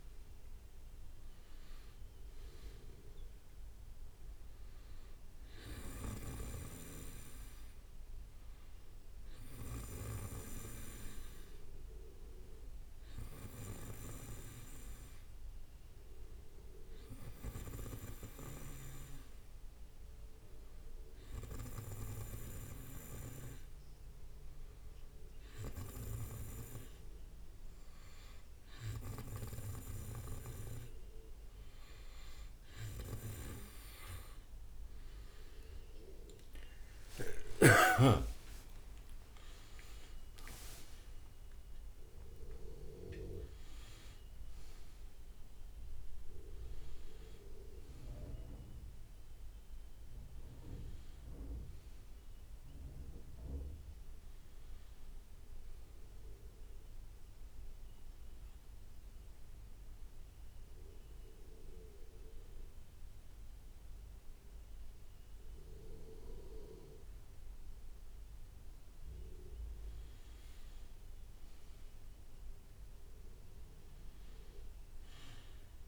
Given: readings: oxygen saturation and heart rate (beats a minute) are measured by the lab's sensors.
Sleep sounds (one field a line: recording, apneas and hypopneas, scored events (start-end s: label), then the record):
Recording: breathing in sleep by a room microphone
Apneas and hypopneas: 2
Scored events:
0.00-1.50 s: arousal
0.00-17.00 s: oxygen desaturation (device-marked, oxygen 94% lowest, heart rate 64 extreme)
1.00-4.50 s: leg movement (device-marked)
6.50-8.00 s: leg movement (device-marked)
13.00-31.00 s: hypopnea (oxygen 98% before, 95% lowest, heart rate 71 before, 66 extreme, up 32 after)
35.00-41.00 s: arousal
36.50-44.50 s: leg movement (device-marked)
59.50-70.50 s: hypopnea (oxygen 99% before, 96% lowest, heart rate 79 before, 63 extreme, up 6 after)
72.00-75.88 s: arousal
From the record:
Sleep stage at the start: N2 (light sleep)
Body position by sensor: on the back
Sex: male